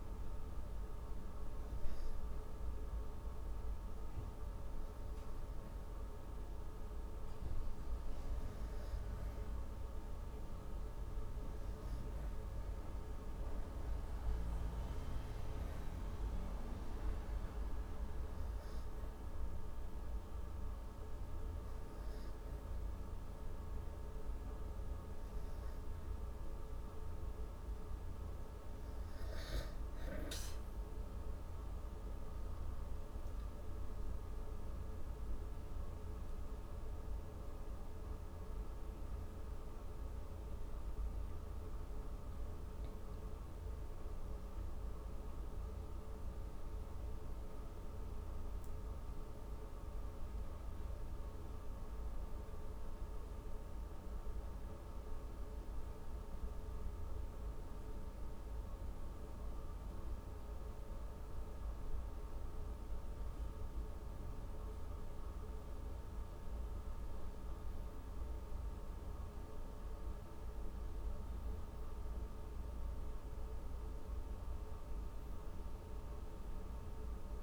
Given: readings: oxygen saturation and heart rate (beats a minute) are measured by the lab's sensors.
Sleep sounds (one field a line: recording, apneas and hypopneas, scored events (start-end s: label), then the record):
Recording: a person partly awake in a sleep study, hard to hear, by a room microphone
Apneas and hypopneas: none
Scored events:
36.50-66.50 s: new sleep stage, awake
66.50-77.43 s: new sleep stage, N2 (light sleep)
From the record:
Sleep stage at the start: N3 (deep sleep)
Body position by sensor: on the back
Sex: female